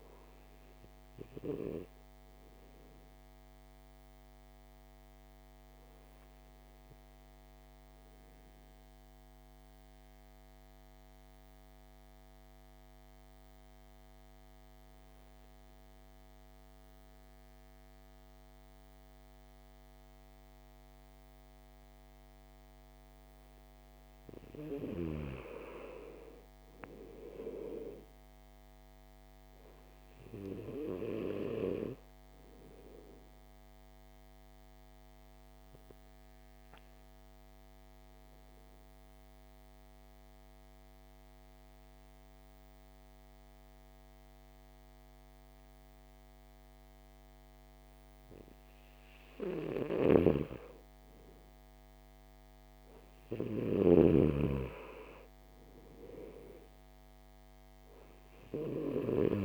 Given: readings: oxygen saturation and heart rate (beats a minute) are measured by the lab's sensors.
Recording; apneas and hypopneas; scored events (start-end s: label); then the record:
breathing in sleep by a microphone on the trachea; 2
0.00-21.50 s: oxygen desaturation (device-marked, oxygen 88% lowest, heart rate 52 extreme)
1.50-24.00 s: obstructive apnea (oxygen 99% before, 88% lowest, heart rate 59 before, 52 extreme, up 7 after)
25.00-27.50 s: arousal
29.50-49.50 s: oxygen desaturation (device-marked, oxygen 99% before, 92% lowest, heart rate 56 before, 54 extreme)
30.50-48.50 s: obstructive apnea (oxygen 99% before, 90% lowest, heart rate 57 before, 54 extreme, up 6 after)
52.00-55.50 s: arousal
From the record:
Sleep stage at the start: N2 (light sleep); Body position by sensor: on the back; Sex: male